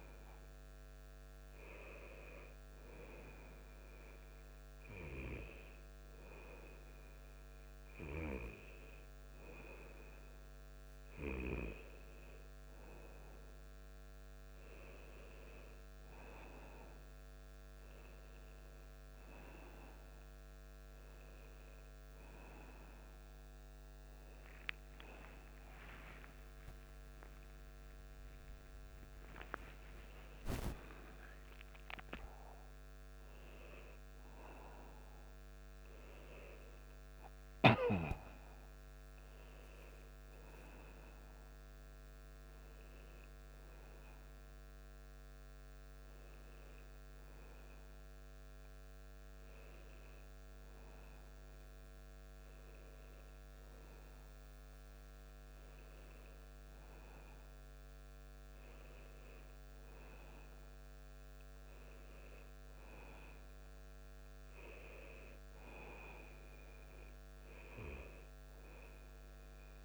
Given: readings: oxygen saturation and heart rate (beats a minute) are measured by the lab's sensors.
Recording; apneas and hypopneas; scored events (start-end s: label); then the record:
breathing in sleep by a microphone on the trachea; 1
2.00-13.00 s: hypopnea (oxygen 95% before, 92% lowest)
24.50-31.00 s: arousal
From the record:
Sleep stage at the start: N2 (light sleep); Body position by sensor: on the back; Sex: male